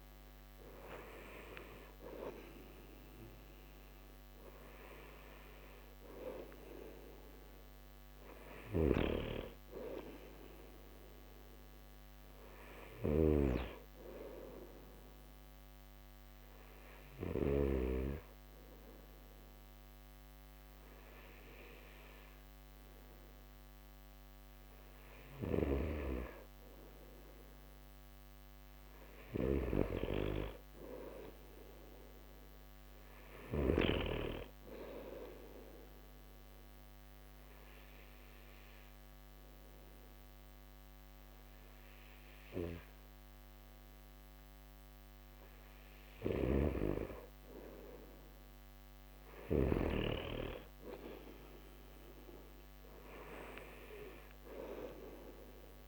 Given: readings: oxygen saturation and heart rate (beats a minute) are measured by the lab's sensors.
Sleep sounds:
breathing in sleep by a microphone on the trachea; 2
3.00-19.00 s: oxygen desaturation (device-marked, oxygen 95% before, 92% lowest)
8.50-17.50 s: snoring (device-marked)
11.50-24.50 s: hypopnea (oxygen 95% before, 92% lowest)
25.50-34.00 s: snoring (device-marked)
28.00-31.00 s: arousal
35.00-45.50 s: obstructive apnea (oxygen 95% before, 92% lowest)
46.00-49.50 s: snoring (device-marked)
47.50-50.50 s: arousal
From the record:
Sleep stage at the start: N2 (light sleep); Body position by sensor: on the back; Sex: male

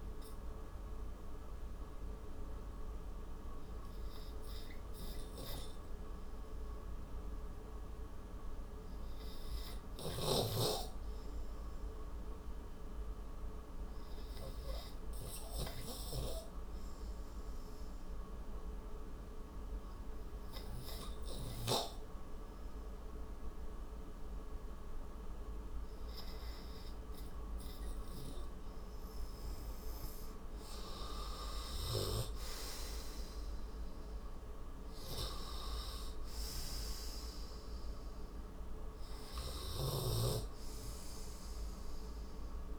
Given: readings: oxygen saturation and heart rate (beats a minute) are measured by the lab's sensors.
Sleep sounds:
breathing in sleep by a room microphone; 1
6.00-39.00 s: oxygen desaturation (device-marked, oxygen 98% before, 89% lowest, heart rate 37 before, 29 extreme)
11.50-26.00 s: obstructive apnea (oxygen 99% before, 89% lowest, heart rate 49 before, 29 extreme, up 50 after)
30.50-35.00 s: arousal
From the record:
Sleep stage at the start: N2 (light sleep); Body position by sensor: on the right side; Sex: male

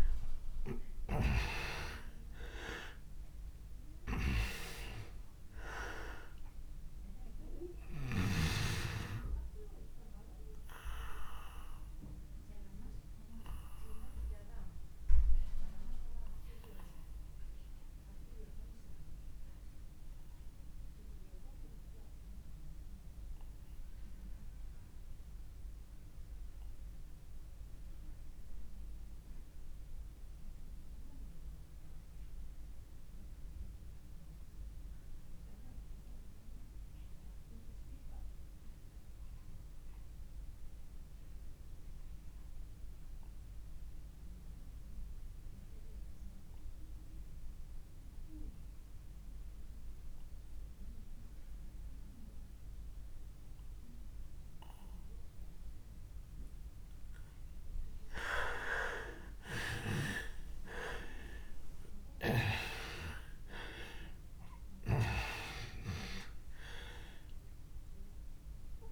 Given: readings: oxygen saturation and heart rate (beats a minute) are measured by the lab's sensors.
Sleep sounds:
breathing in sleep by a room microphone; 1
0.00-31.00 s: oxygen desaturation (device-marked, oxygen 87% lowest)
9.50-57.00 s: obstructive apnea (oxygen 99% before, 85% lowest)
48.00-68.92 s: oxygen desaturation (device-marked, oxygen 98% before, 85% lowest)
59.50-62.50 s: arousal
From the record:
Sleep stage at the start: N2 (light sleep); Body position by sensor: on the back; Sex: male

